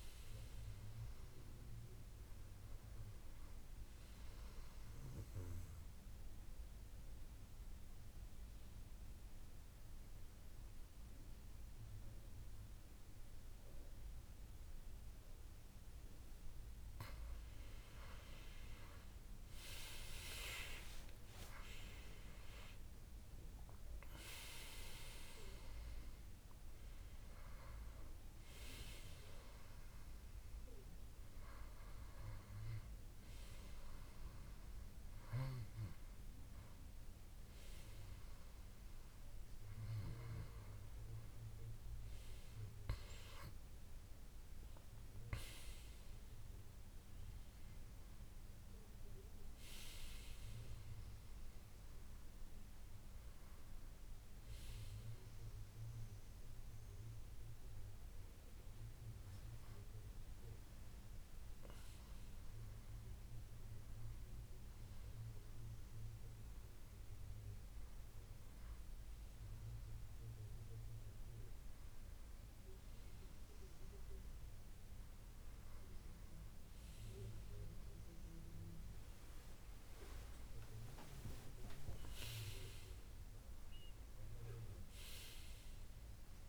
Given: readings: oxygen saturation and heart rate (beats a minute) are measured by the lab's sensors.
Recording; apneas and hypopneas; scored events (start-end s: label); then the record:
breathing in sleep by a room microphone; 1
4.50-17.00 s: obstructive apnea (oxygen 97% before, 92% lowest, heart rate 80 before, 72 extreme, up 8 after)
19.00-35.00 s: oxygen desaturation (device-marked, oxygen 96% before, 92% lowest, heart rate 75 before, 73 extreme)
19.50-23.50 s: arousal
31.00-86.49 s: new sleep stage, N1 (lightest sleep)
80.00-83.50 s: arousal
From the record:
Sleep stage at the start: N2 (light sleep); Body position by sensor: on the back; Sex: male